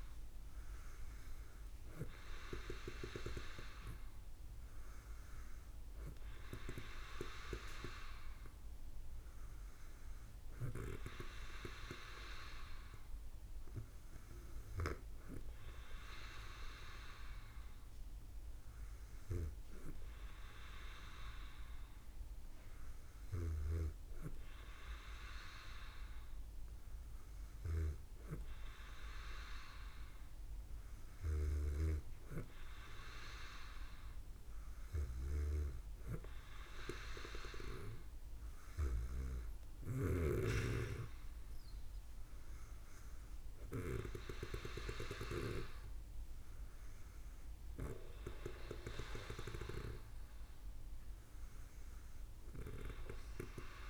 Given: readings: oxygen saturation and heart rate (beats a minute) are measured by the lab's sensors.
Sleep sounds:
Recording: breathing in sleep by a room microphone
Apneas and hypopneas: none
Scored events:
none scored
From the record:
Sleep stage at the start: N2 (light sleep)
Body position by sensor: on the back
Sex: female

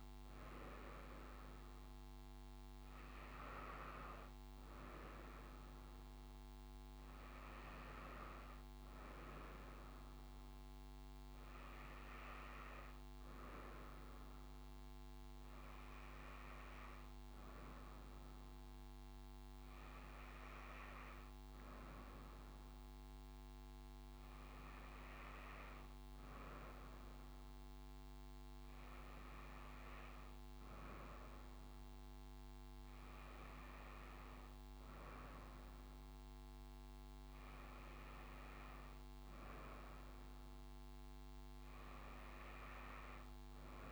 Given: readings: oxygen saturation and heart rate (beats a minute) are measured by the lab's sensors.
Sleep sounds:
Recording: breathing in sleep by a microphone on the trachea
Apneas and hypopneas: none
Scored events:
none scored
From the record:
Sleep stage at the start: N2 (light sleep)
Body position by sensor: on the front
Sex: female

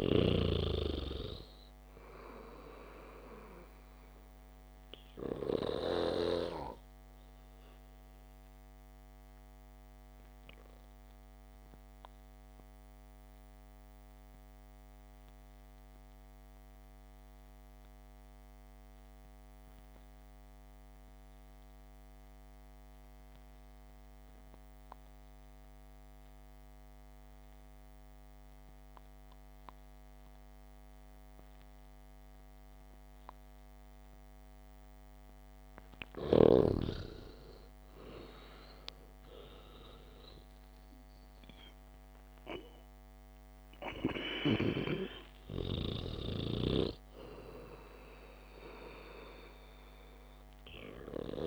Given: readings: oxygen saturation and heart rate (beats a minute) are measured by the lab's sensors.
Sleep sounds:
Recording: breathing in sleep by a microphone on the trachea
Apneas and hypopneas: 1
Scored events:
0.00-1.00 s: snoring (device-marked)
3.00-11.00 s: oxygen desaturation (device-marked, oxygen 96% before, 93% lowest, heart rate 71 before, 62 extreme)
6.50-37.00 s: obstructive apnea (oxygen 98% before, 91% lowest, heart rate 71 before, 62 extreme, up 13 after)
37.50-41.50 s: arousal
39.00-51.47 s: oxygen desaturation (device-marked, oxygen 98% before, 91% lowest, heart rate 69 before, 58 extreme)
From the record:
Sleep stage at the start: REM sleep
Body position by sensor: on the back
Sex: male

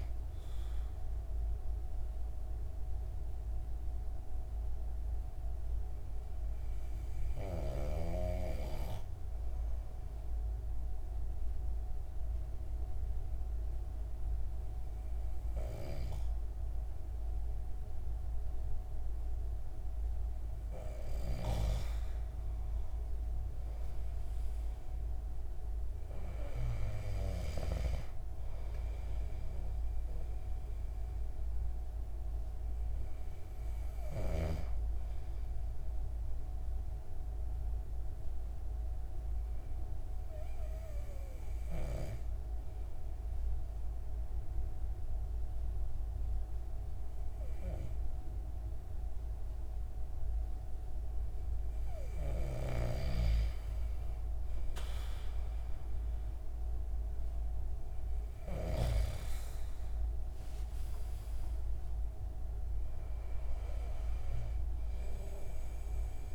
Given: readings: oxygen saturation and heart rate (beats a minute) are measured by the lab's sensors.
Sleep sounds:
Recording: breathing in sleep by a room microphone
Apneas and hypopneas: 2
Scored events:
1.50-19.50 s: hypopnea (oxygen 96% before, 92% lowest, heart rate 180 before, 137 extreme, up 12 after)
22.00-25.50 s: arousal
35.50-52.00 s: hypopnea (oxygen 96% before, 92% lowest)
55.50-59.50 s: arousal
62.50-66.35 s: oxygen desaturation (device-marked, oxygen 96% before, 92% lowest)
From the record:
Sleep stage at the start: N2 (light sleep)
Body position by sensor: on the back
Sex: male

